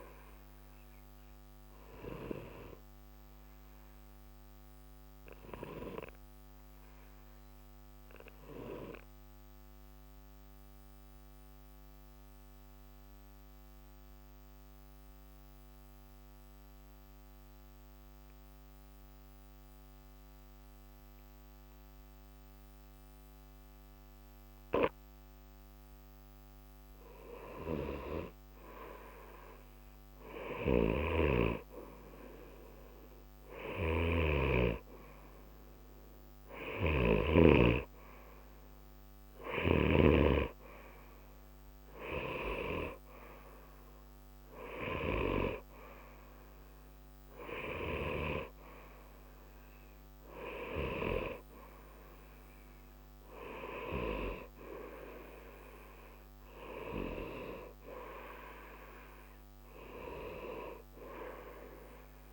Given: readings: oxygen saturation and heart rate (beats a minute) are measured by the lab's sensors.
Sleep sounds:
breathing in sleep by a microphone on the trachea; 1
0.00-7.00 s: oxygen desaturation (device-marked, oxygen 90% lowest, heart rate 61 extreme)
1.00-26.00 s: obstructive apnea (oxygen 94% before, 89% lowest, heart rate 61 before, 61 extreme, up 0 after)
28.00-31.50 s: arousal
33.00-62.33 s: oxygen desaturation (device-marked, oxygen 95% before, 89% lowest, heart rate 61 before, 61 extreme)
From the record:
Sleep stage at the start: N2 (light sleep); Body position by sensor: on the right side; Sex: male

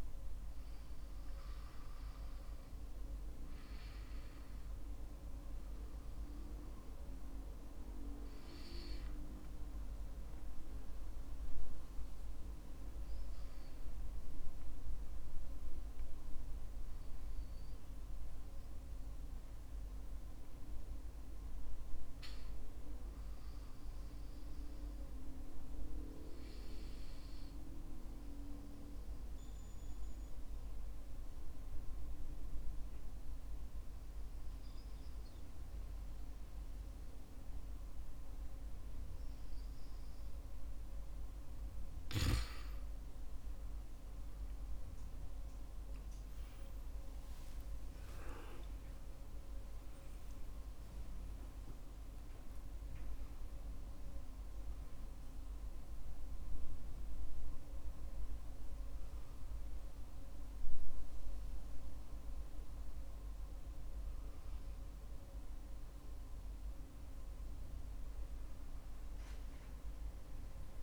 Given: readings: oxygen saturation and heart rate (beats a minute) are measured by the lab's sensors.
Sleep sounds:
breathing in sleep, hard to hear, by a room microphone; 1
13.00-15.50 s: arousal
18.00-42.00 s: hypopnea (oxygen 94% before, 90% lowest, heart rate 59 before, 55 extreme, up 13 after)
43.00-70.00 s: oxygen desaturation (device-marked, oxygen 94% before, 90% lowest, heart rate 59 before, 55 extreme)
43.50-47.50 s: arousal
From the record:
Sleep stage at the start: N2 (light sleep); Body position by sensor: on the back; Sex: male

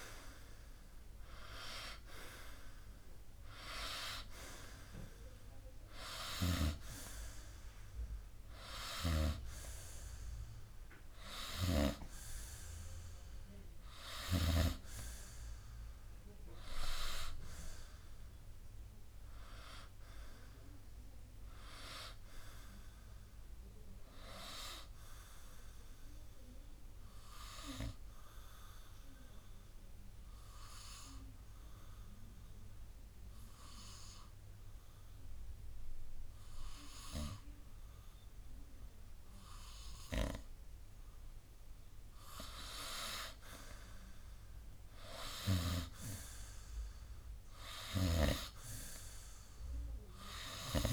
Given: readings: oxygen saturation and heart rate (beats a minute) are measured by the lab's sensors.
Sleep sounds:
breathing in sleep by a room microphone; 1
18.50-22.00 s: arousal
27.50-41.50 s: obstructive apnea (oxygen 94% before, 93% lowest, heart rate 65 before, 57 extreme, up 10 after)
44.00-47.50 s: arousal
From the record:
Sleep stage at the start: N2 (light sleep); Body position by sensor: on the right side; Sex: male

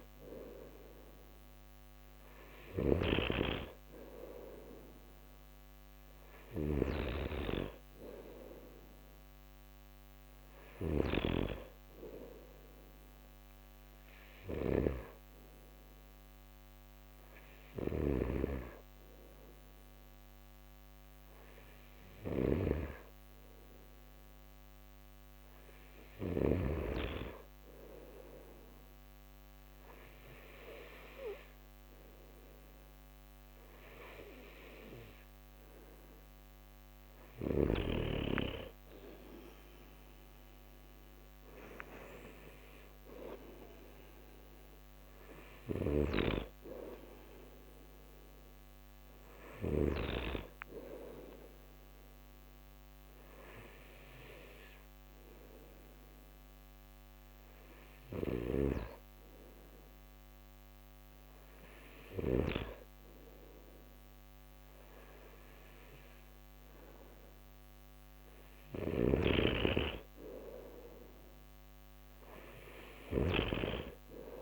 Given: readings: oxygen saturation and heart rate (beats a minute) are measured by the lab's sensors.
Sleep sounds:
breathing in sleep by a microphone on the trachea; 2
0.00-26.50 s: snoring (device-marked)
16.00-20.50 s: arousal
23.00-36.00 s: hypopnea (oxygen 95% before, 91% lowest)
39.00-42.50 s: arousal
52.50-65.50 s: hypopnea (oxygen 94% before, 91% lowest)
58.00-62.50 s: snoring (device-marked)
68.50-74.42 s: snoring (device-marked)
69.00-72.50 s: arousal
From the record:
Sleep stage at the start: N2 (light sleep); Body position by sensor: on the back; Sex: male

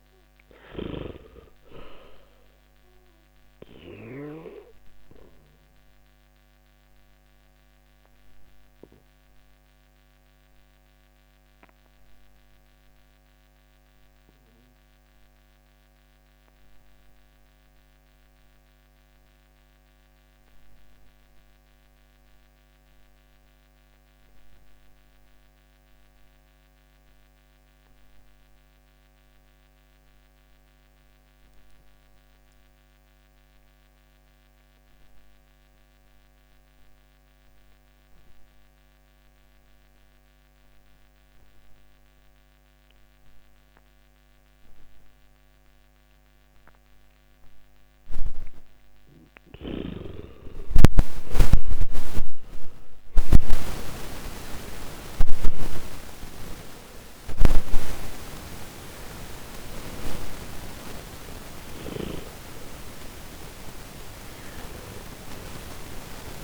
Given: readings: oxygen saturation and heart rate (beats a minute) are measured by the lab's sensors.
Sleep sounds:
breathing in sleep by a microphone on the trachea; 1
0.00-4.50 s: snoring (device-marked)
0.00-31.00 s: oxygen desaturation (device-marked, oxygen 77% lowest, heart rate 50 extreme)
3.00-50.50 s: obstructive apnea (oxygen 97% before, 75% lowest, heart rate 64 before, 49 extreme, up 21 after)
50.00-66.44 s: oxygen desaturation (device-marked, oxygen 97% before, 75% lowest, heart rate 56 before, 49 extreme)
52.00-56.50 s: arousal
From the record:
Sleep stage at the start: N2 (light sleep); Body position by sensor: on the back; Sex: male

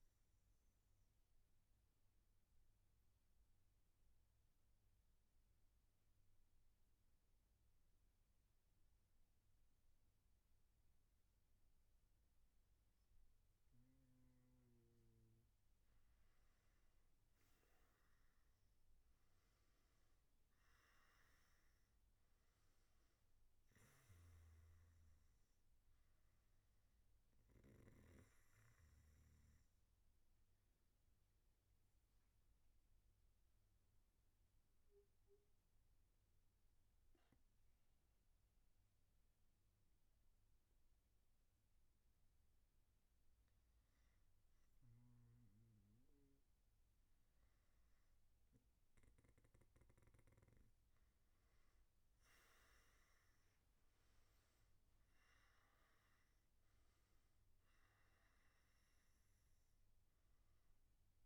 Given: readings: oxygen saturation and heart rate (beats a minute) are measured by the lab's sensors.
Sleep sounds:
breathing in sleep, hard to hear, by a room microphone; 1
0.50-16.00 s: mixed apnea (oxygen 98% before, 94% lowest, heart rate 64 before, 69 extreme, up 2 after)
From the record:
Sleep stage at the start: N1 (lightest sleep); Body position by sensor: on the back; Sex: male

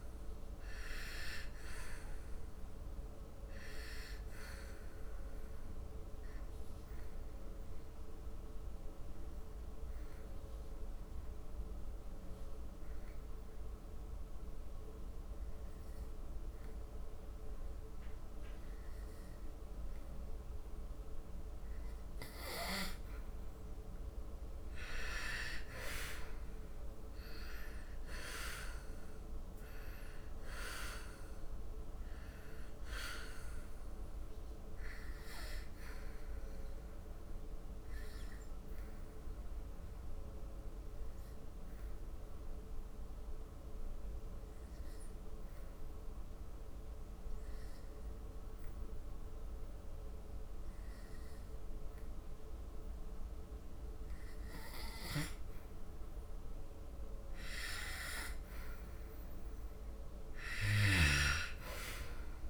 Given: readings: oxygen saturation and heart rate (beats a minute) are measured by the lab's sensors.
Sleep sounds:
breathing in sleep by a room microphone; 2
0.00-12.50 s: oxygen desaturation (device-marked, oxygen 91% lowest, heart rate 69 extreme)
3.00-22.50 s: obstructive apnea (oxygen 99% before, 87% lowest, heart rate 77 before, 69 extreme, up 10 after)
24.50-29.00 s: arousal
27.50-48.50 s: oxygen desaturation (device-marked, oxygen 97% before, 87% lowest, heart rate 73 before, 70 extreme)
37.50-57.00 s: obstructive apnea (oxygen 97% before, 86% lowest, heart rate 75 before, 70 extreme, up 1 after)
57.50-62.49 s: oxygen desaturation (device-marked, oxygen 98% before, 88% lowest, heart rate 74 before, 68 extreme)
59.50-62.49 s: arousal
From the record:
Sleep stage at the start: N2 (light sleep); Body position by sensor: on the back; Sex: male

